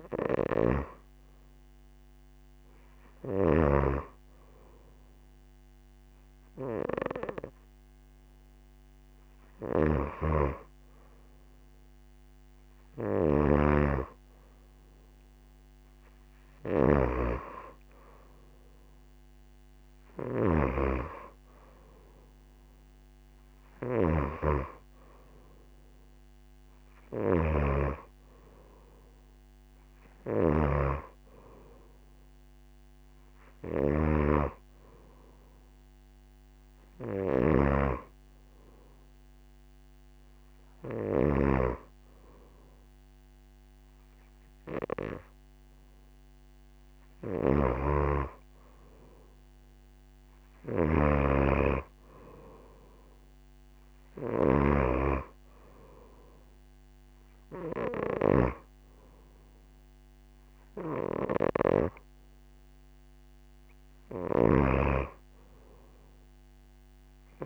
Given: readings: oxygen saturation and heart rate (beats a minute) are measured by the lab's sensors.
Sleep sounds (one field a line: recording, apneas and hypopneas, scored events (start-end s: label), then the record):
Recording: breathing in sleep by a microphone on the trachea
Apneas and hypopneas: none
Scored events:
9.50-17.00 s: snoring (device-marked)
23.50-54.50 s: snoring (device-marked)
64.00-67.46 s: snoring (device-marked)
From the record:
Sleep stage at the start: N2 (light sleep)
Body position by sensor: on the right side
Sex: female